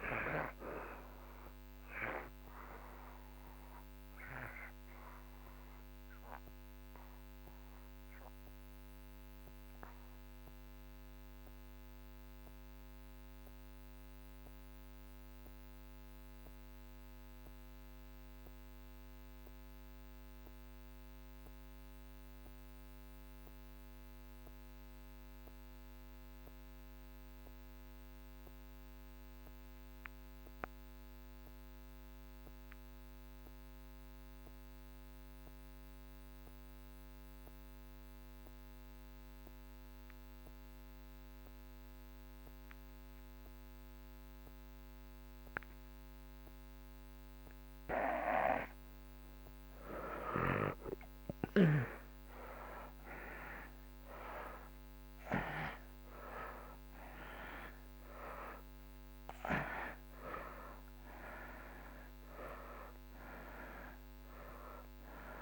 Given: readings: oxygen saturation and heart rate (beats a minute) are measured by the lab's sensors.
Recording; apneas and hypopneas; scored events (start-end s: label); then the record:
breathing in sleep by a microphone on the trachea; 1
0.00-16.50 s: oxygen desaturation (device-marked, oxygen 83% lowest)
5.00-47.00 s: obstructive apnea (oxygen 93% before, 66% lowest)
32.50-65.42 s: oxygen desaturation (device-marked, oxygen 94% before, 66% lowest)
49.50-53.00 s: arousal
From the record:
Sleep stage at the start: REM sleep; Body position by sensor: on the back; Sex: male